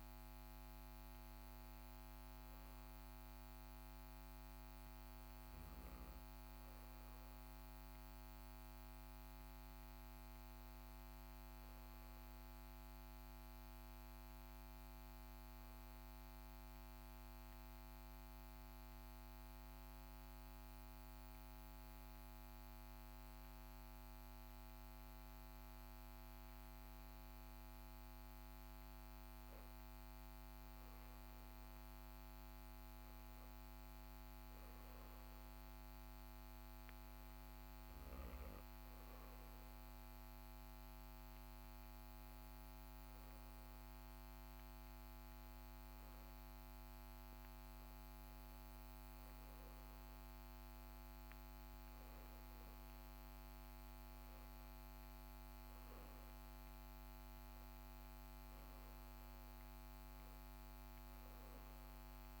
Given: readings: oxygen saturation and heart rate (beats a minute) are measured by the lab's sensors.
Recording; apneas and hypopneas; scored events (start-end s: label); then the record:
breathing in sleep, hard to hear, by a microphone on the trachea; 1
3.00-6.50 s: arousal
10.50-31.50 s: hypopnea (oxygen 96% before, 90% lowest, heart rate 39 before, 39 extreme, up 1 after)
34.00-37.50 s: arousal
41.50-60.50 s: oxygen desaturation (device-marked, oxygen 98% before, 93% lowest, heart rate 40 before, 40 extreme)
From the record:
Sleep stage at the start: REM sleep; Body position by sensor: on the back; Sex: male